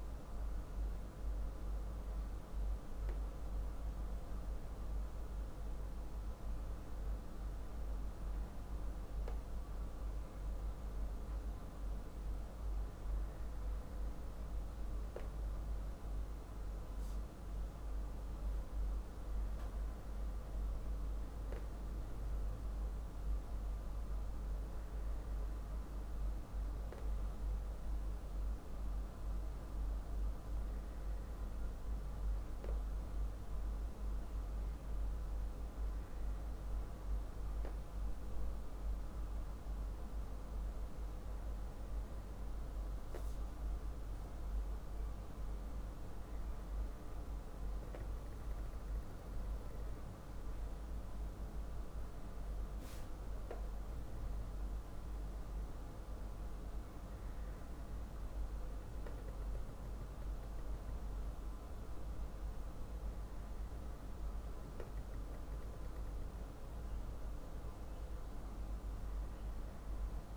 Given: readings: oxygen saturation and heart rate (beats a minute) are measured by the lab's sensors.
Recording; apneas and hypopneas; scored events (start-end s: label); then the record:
breathing in sleep, hard to hear, by a room microphone; none
none scored
From the record:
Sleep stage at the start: N2 (light sleep); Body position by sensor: on the back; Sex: male